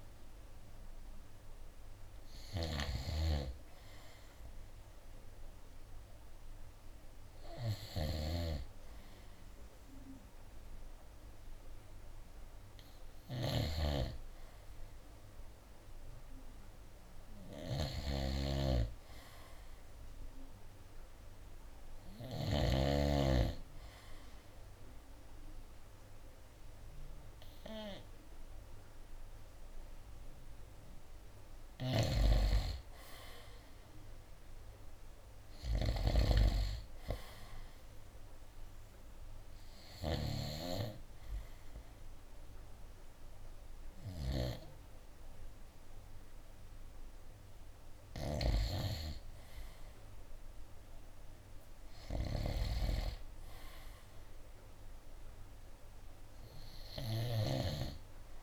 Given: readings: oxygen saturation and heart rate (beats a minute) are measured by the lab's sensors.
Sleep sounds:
breathing in sleep by a room microphone; none
0.00-7.50 s: oxygen desaturation (device-marked, oxygen 89% lowest, heart rate 63 extreme)
8.00-23.00 s: snoring (device-marked)
32.00-36.50 s: snoring (device-marked)
From the record:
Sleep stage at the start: N2 (light sleep); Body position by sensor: on the right side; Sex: male

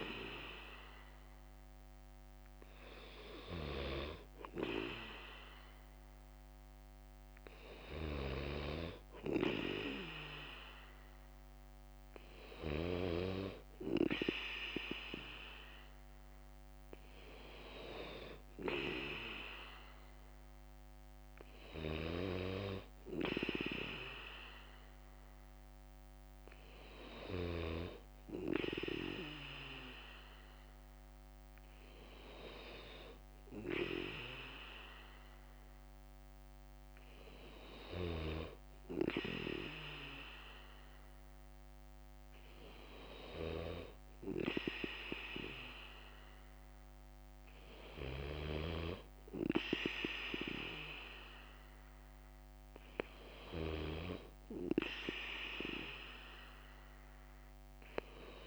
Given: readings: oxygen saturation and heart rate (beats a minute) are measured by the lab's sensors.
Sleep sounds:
breathing in sleep by a microphone on the trachea; none
11.00-15.00 s: bradycardia (device-marked, heart rate 60 before, 59 extreme)
23.00-47.00 s: bradycardia (device-marked, heart rate 60 before, 57 extreme)
57.00-58.47 s: bradycardia (device-marked, heart rate 60 before, 58 extreme)
From the record:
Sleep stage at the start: N2 (light sleep); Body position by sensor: on the back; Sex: male

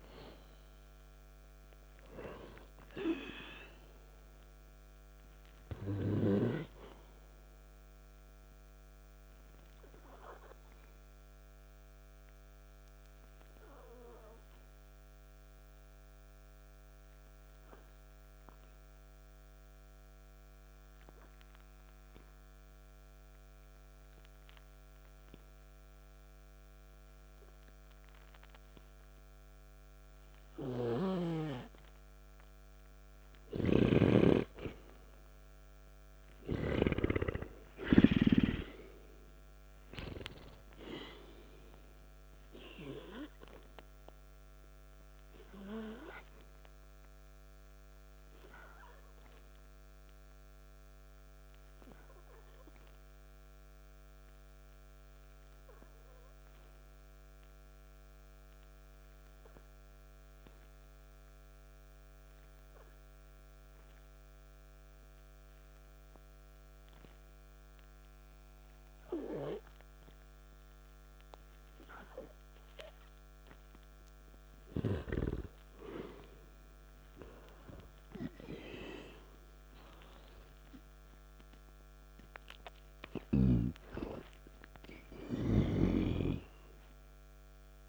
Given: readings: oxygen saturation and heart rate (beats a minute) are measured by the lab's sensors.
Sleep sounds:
breathing in sleep by a microphone on the trachea; 2
0.00-27.50 s: oxygen desaturation (device-marked, oxygen 89% lowest, heart rate 54 extreme)
7.50-33.50 s: obstructive apnea (oxygen 98% before, 89% lowest, heart rate 59 before, 54 extreme, up 1 after)
34.00-38.50 s: snoring (device-marked)
35.00-38.00 s: arousal
39.50-52.50 s: oxygen desaturation (device-marked, oxygen 98% before, 91% lowest, heart rate 56 before, 54 extreme)
43.50-73.00 s: hypopnea (oxygen 98% before, 89% lowest, heart rate 56 before, 54 extreme, up 3 after)
54.50-75.50 s: oxygen desaturation (device-marked, oxygen 95% before, 89% lowest, heart rate 57 before, 54 extreme)
78.00-83.00 s: arousal
From the record:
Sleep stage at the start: N2 (light sleep); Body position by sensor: on the back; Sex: male

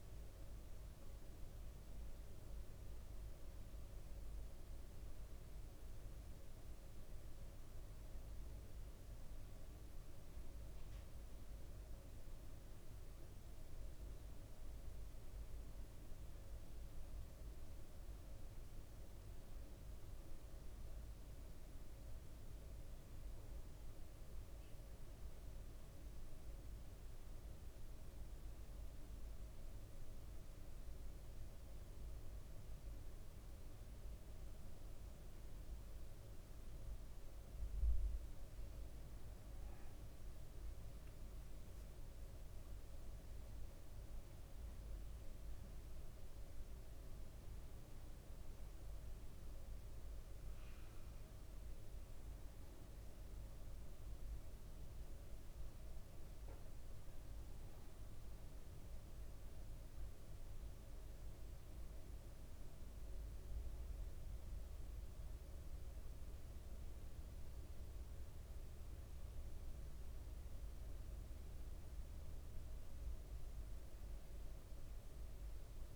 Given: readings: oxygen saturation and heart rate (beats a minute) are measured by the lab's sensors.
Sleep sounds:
a person awake in a sleep study, hard to hear, by a room microphone; none
57.50-75.96 s: new sleep stage, N1 (lightest sleep)
From the record:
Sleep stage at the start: awake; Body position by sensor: on the right side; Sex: male

